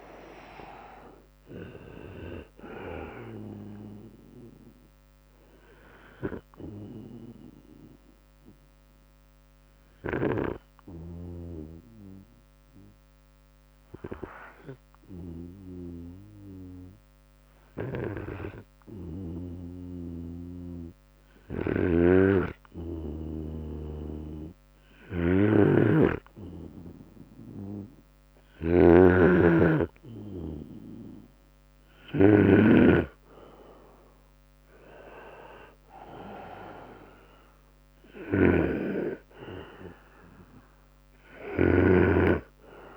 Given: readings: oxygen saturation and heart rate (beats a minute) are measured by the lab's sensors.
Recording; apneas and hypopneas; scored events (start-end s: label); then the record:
breathing in sleep by a microphone on the trachea; 1
0.00-2.50 s: oxygen desaturation (device-marked, oxygen 96% lowest, heart rate 67 extreme)
0.00-3.50 s: drop in pulse transit time (device-marked, heart rate 72 extreme)
0.50-3.50 s: arousal
5.50-20.50 s: hypopnea (oxygen 100% before, 96% lowest, heart rate 76 before, 67 extreme, up 7 after)
20.50-32.00 s: snoring (device-marked)
23.50-27.00 s: arousal
31.50-42.97 s: drop in pulse transit time (device-marked, heart rate 74 before, 68 extreme)
31.50-42.97 s: oxygen desaturation (device-marked, oxygen 100% before, 96% lowest, heart rate 74 before, 64 extreme)
40.50-42.97 s: snoring (device-marked)
From the record:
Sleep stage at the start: N2 (light sleep); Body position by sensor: on the right side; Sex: male